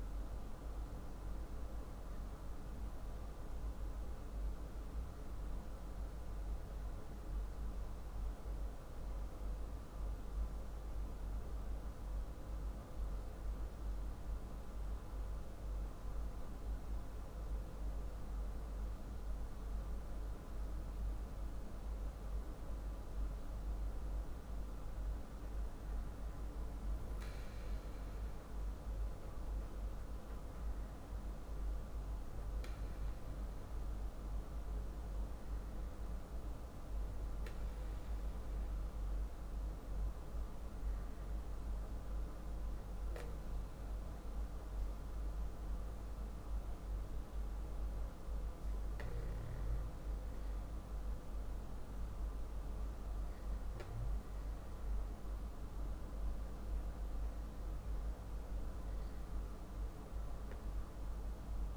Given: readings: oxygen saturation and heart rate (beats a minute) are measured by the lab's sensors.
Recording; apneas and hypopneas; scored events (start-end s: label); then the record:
breathing in sleep, hard to hear, by a room microphone; 1
6.50-26.50 s: hypopnea (oxygen 98% before, 96% lowest, heart rate 48 before, 46 extreme, up 4 after)
28.50-32.00 s: arousal
From the record:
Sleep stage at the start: N2 (light sleep); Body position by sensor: on the back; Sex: male